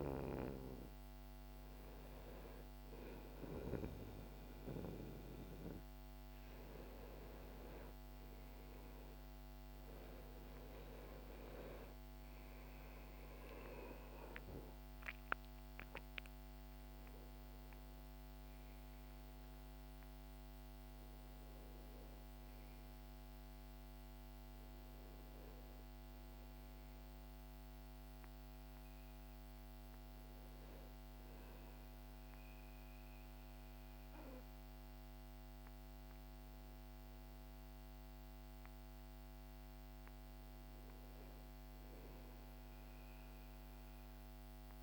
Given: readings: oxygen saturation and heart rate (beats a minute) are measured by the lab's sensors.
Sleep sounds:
breathing in sleep by a microphone on the trachea; none
7.50-12.50 s: arousal
From the record:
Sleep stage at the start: N1 (lightest sleep); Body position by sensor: on the back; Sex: male

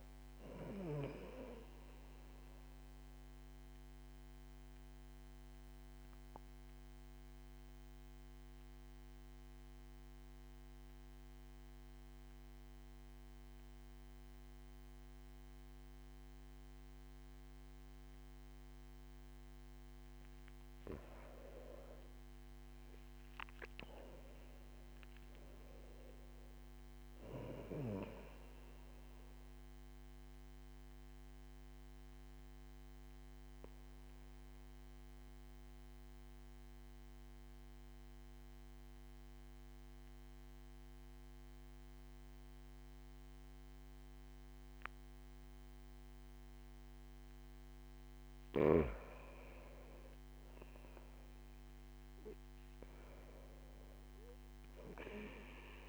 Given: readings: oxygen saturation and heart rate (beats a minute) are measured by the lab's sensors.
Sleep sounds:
breathing in sleep by a microphone on the trachea; 2
3.00-20.50 s: obstructive apnea (oxygen 98% before, 94% lowest)
22.50-26.50 s: arousal
31.00-47.00 s: obstructive apnea (oxygen 97% before, 94% lowest)
49.00-52.50 s: arousal
From the record:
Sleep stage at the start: N2 (light sleep); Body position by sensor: on the back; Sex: male

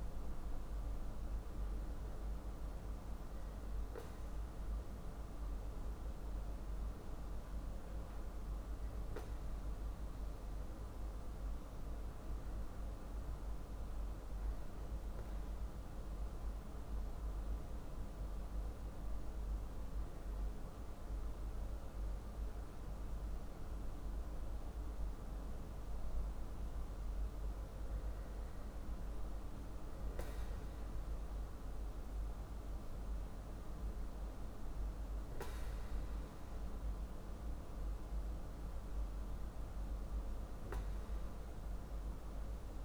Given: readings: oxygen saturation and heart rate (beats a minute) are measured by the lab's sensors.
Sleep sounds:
breathing in sleep, hard to hear, by a room microphone; none
none scored
From the record:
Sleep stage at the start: N2 (light sleep); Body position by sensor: on the back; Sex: male

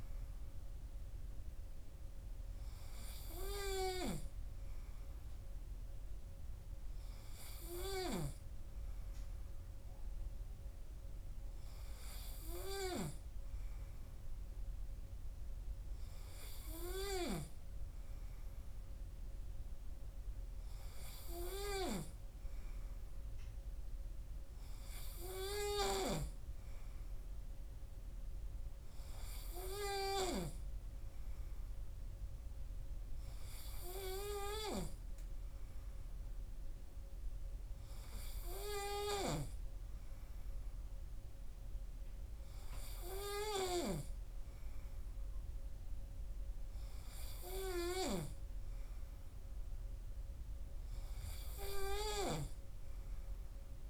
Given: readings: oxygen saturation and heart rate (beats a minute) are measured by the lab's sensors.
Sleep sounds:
breathing in sleep by a room microphone; none
none scored
From the record:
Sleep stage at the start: N3 (deep sleep); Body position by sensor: on the right side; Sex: male

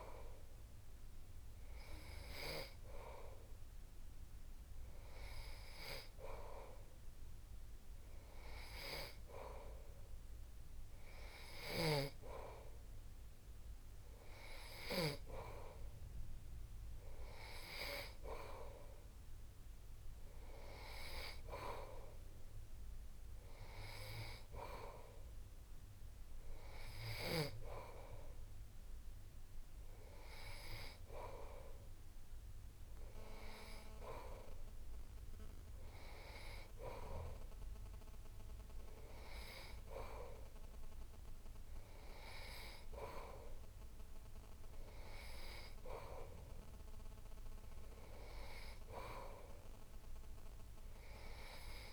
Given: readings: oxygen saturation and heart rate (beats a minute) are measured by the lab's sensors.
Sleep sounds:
breathing in sleep by a room microphone; none
none scored
From the record:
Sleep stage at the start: N3 (deep sleep); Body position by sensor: on the back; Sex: male

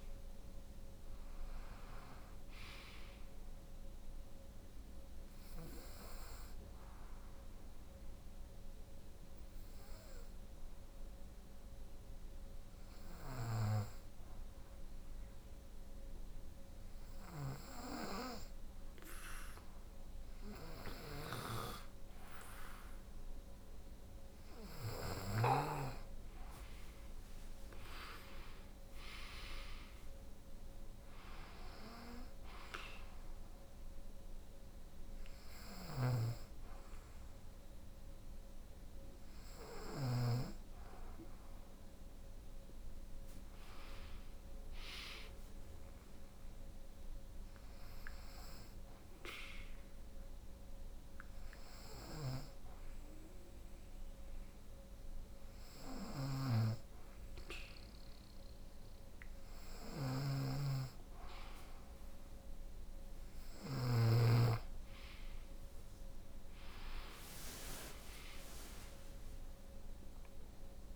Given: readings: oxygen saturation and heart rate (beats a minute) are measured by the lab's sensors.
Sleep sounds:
breathing in sleep by a room microphone; 2
0.00-8.00 s: oxygen desaturation (device-marked, oxygen 90% lowest, heart rate 63 extreme)
4.00-17.50 s: hypopnea (oxygen 93% before, 89% lowest, heart rate 75 before, 65 extreme, up 7 after)
12.50-24.50 s: snoring (device-marked)
14.00-70.96 s: new sleep stage, N2 (light sleep)
17.00-23.00 s: oxygen desaturation (device-marked, oxygen 94% before, 91% lowest, heart rate 70 before, 66 extreme)
19.50-24.00 s: arousal
25.00-49.00 s: oxygen desaturation (device-marked, oxygen 94% before, 89% lowest, heart rate 68 before, 66 extreme)
34.50-39.50 s: snoring (device-marked)
45.50-60.00 s: hypopnea (oxygen 94% before, 90% lowest, heart rate 71 before, 59 extreme, up 7 after)
51.00-63.00 s: snoring (device-marked)
64.50-68.50 s: arousal
From the record:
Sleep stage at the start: N1 (lightest sleep); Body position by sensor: on the right side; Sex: female

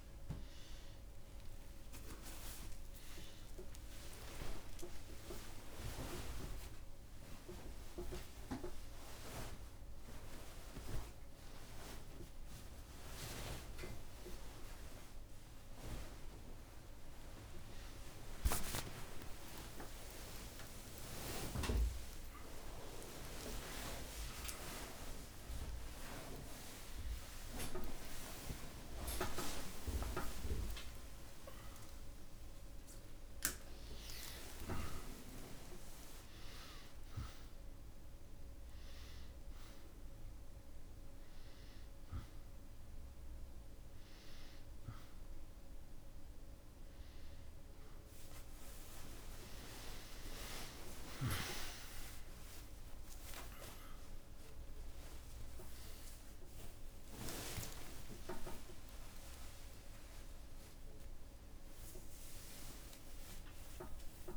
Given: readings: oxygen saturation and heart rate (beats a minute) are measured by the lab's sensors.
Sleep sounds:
a person awake in a sleep study, by a room microphone; none
0.00-1.50 s: long interval between heartbeats (device-marked, heart rate 90 extreme)
0.00-2.00 s: tachycardia (device-marked, heart rate 104 extreme)
1.50-3.50 s: long interval between heartbeats (device-marked, heart rate 84 before, 104 extreme)
26.00-28.00 s: long interval between heartbeats (device-marked, heart rate 76 before, 81 extreme)
27.00-33.00 s: tachycardia (device-marked, heart rate 70 before, 124 extreme)
31.50-33.50 s: long interval between heartbeats (device-marked, heart rate 78 before, 109 extreme)
48.00-50.00 s: long interval between heartbeats (device-marked, heart rate 87 before, 75 extreme)
53.00-64.37 s: tachycardia (device-marked, heart rate 72 before, 190 extreme)
55.50-57.50 s: long interval between heartbeats (device-marked, heart rate 77 before, 95 extreme)
57.50-59.50 s: long interval between heartbeats (device-marked, heart rate 76 before, 131 extreme)
59.00-64.37 s: new sleep stage, N1 (lightest sleep)
60.50-62.50 s: long interval between heartbeats (device-marked, heart rate 87 before, 183 extreme)
From the record:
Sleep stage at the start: awake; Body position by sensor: on the back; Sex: male

